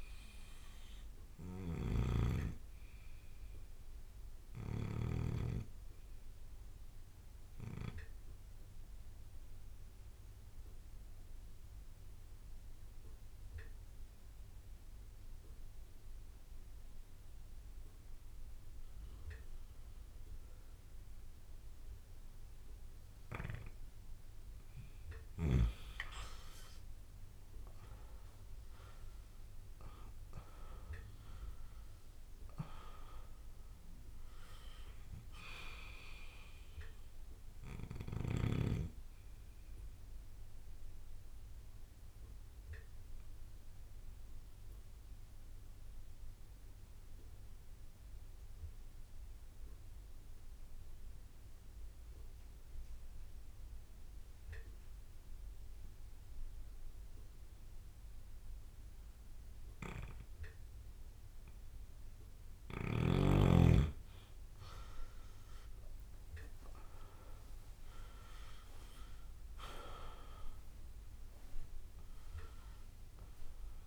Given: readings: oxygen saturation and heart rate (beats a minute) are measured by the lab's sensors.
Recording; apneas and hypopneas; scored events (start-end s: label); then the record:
breathing in sleep by a room microphone; 2
0.00-5.00 s: snoring (device-marked)
0.00-14.50 s: oxygen desaturation (device-marked, oxygen 91% lowest)
6.50-24.00 s: obstructive apnea (oxygen 99% before, 91% lowest)
28.00-32.50 s: arousal
28.50-53.50 s: oxygen desaturation (device-marked, oxygen 99% before, 91% lowest)
40.00-62.50 s: obstructive apnea (oxygen 99% before, 91% lowest)
67.00-71.50 s: arousal
67.50-73.87 s: oxygen desaturation (device-marked, oxygen 99% before, 91% lowest)
From the record:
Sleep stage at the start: N2 (light sleep); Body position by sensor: on the back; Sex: male